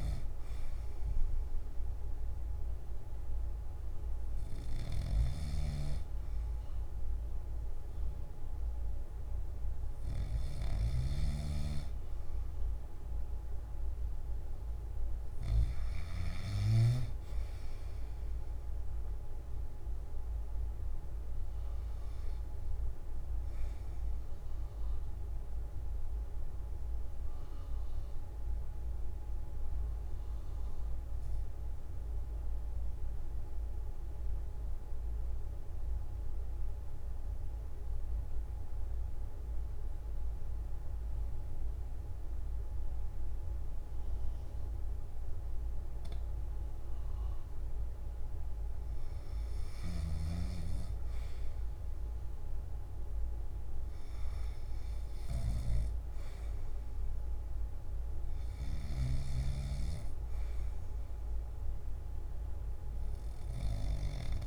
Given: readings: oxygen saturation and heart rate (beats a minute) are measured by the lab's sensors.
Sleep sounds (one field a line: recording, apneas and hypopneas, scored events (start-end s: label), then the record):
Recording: breathing in sleep by a room microphone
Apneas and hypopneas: 1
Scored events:
27.50-48.50 s: obstructive apnea (oxygen 96% before, 89% lowest, heart rate 66 before, 54 extreme, up 0 after)
63.00-64.47 s: oxygen desaturation (device-marked, oxygen 97% before, 89% lowest, heart rate 58 before, 66 extreme)
From the record:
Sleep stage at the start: N2 (light sleep)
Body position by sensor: on the back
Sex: male